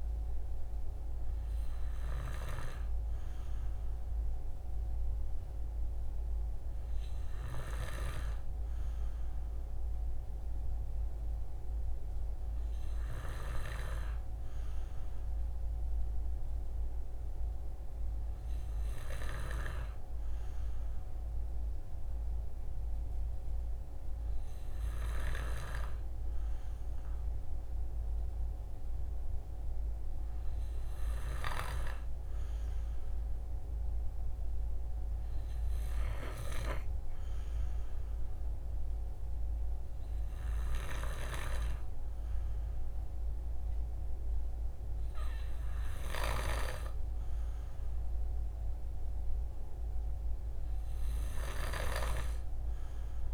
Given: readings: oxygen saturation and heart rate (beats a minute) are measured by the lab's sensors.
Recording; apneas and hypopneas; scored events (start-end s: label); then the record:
breathing in sleep by a room microphone; none
none scored
From the record:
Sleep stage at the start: N2 (light sleep); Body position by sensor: on the right side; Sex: male